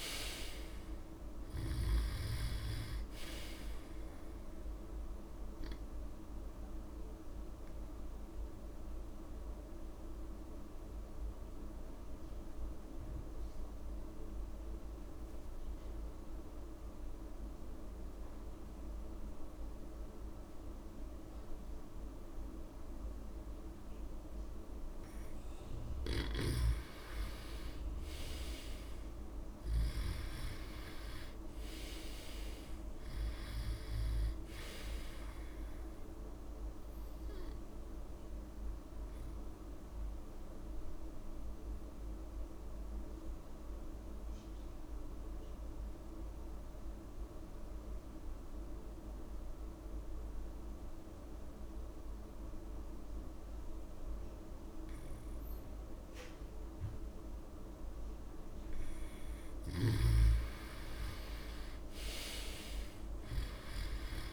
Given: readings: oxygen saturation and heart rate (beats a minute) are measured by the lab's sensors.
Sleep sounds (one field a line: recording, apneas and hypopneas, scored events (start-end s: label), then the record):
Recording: breathing in sleep, hard to hear, by a room microphone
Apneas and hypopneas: 2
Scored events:
0.00-21.50 s: oxygen desaturation (device-marked, oxygen 85% lowest)
6.50-24.50 s: obstructive apnea (oxygen 98% before, 85% lowest)
26.50-30.50 s: arousal
31.50-51.50 s: oxygen desaturation (device-marked, oxygen 98% before, 88% lowest)
40.00-58.50 s: obstructive apnea (oxygen 98% before, 87% lowest)
62.00-64.33 s: arousal
62.50-64.33 s: oxygen desaturation (device-marked, oxygen 98% before, 87% lowest)
From the record:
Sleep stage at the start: N2 (light sleep)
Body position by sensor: on the back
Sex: male